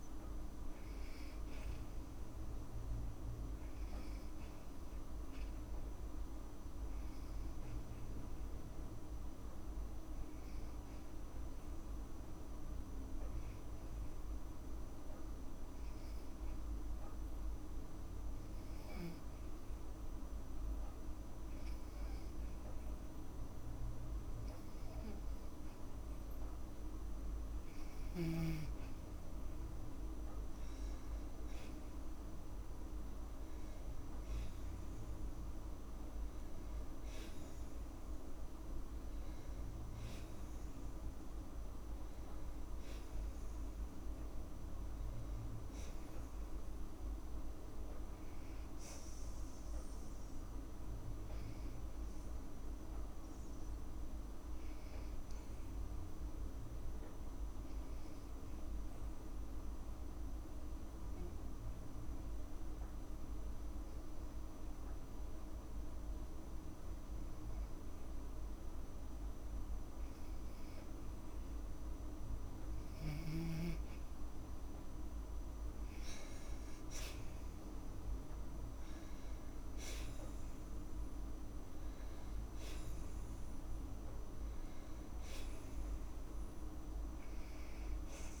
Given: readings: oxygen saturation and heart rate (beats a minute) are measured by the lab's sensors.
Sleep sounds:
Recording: breathing in sleep, hard to hear, by a room microphone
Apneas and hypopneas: 2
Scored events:
6.00-18.50 s: hypopnea (oxygen 96% before, 92% lowest, heart rate 56 before, 53 extreme, up 1 after)
22.50-26.00 s: arousal
57.50-69.00 s: obstructive apnea (oxygen 95% before, 91% lowest, heart rate 55 before, 53 extreme, up 4 after)
75.00-79.00 s: arousal
From the record:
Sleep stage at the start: N2 (light sleep)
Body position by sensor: on the back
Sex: female

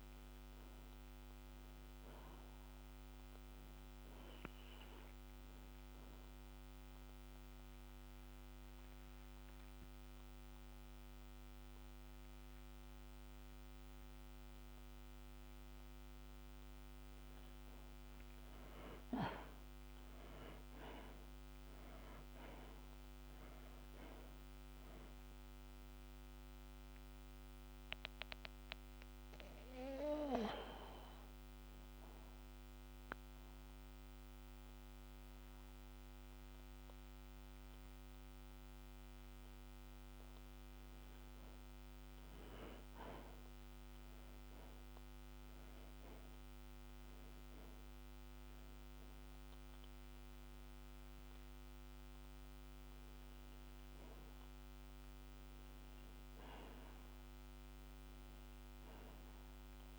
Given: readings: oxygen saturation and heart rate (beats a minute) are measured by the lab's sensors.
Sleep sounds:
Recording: breathing in sleep by a microphone on the trachea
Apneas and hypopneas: 2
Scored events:
5.50-15.50 s: obstructive apnea (oxygen 97% before, 77% lowest)
9.00-44.00 s: oxygen desaturation (device-marked, oxygen 97% before, 77% lowest)
17.50-21.00 s: arousal
27.00-40.50 s: hypopnea (oxygen 97% before, 77% lowest)
42.50-46.50 s: arousal
46.00-59.99 s: oxygen desaturation (device-marked, oxygen 92% before, 79% lowest)
From the record:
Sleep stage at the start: N2 (light sleep)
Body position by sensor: on the back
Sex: male

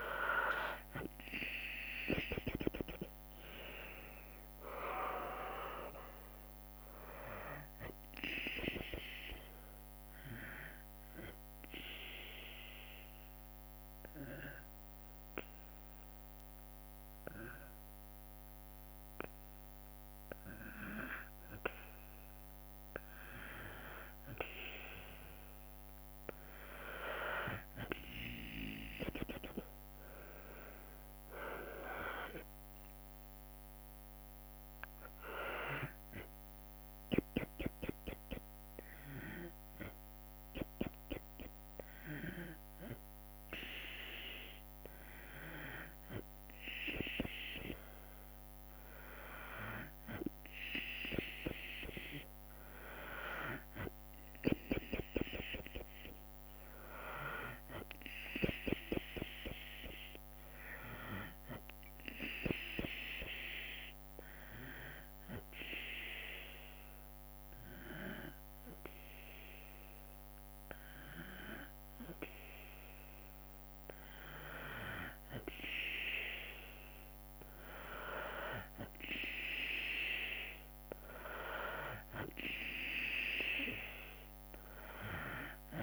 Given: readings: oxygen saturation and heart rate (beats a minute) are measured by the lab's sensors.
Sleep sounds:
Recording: breathing in sleep by a microphone on the trachea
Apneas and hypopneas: 3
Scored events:
3.50-20.50 s: oxygen desaturation (device-marked, oxygen 97% before, 92% lowest, heart rate 66 before, 55 extreme)
5.50-8.50 s: arousal
11.00-22.00 s: obstructive apnea (oxygen 97% before, 92% lowest, heart rate 70 before, 56 extreme, up 12 after)
32.50-35.50 s: arousal
32.50-47.50 s: oxygen desaturation (device-marked, oxygen 97% before, 92% lowest, heart rate 62 before, 60 extreme)
38.50-50.00 s: hypopnea (oxygen 97% before, 92% lowest, heart rate 67 before, 63 extreme, up 6 after)
54.00-58.00 s: arousal
63.50-73.50 s: obstructive apnea (oxygen 97% before, 91% lowest, heart rate 65 before, 62 extreme, up 5 after)
77.00-81.00 s: arousal
From the record:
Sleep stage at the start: N2 (light sleep)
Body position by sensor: on the back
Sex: female

